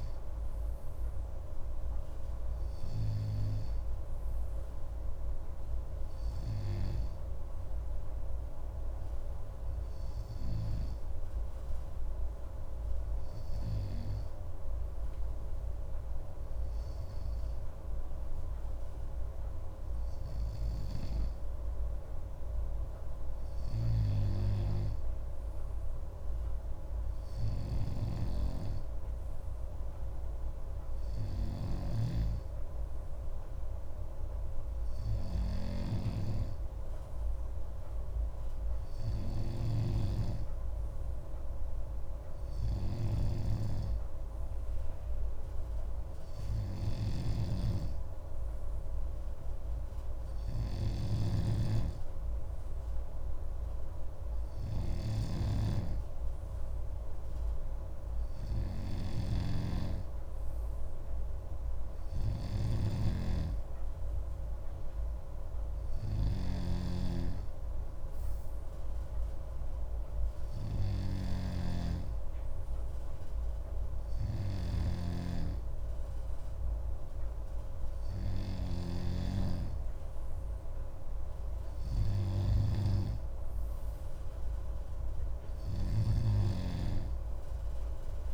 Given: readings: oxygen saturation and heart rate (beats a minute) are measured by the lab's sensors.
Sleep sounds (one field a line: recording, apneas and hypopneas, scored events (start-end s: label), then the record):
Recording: breathing in sleep by a room microphone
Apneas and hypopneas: none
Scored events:
28.00-86.50 s: snoring (device-marked)
From the record:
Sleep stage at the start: N2 (light sleep)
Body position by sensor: on the left side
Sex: male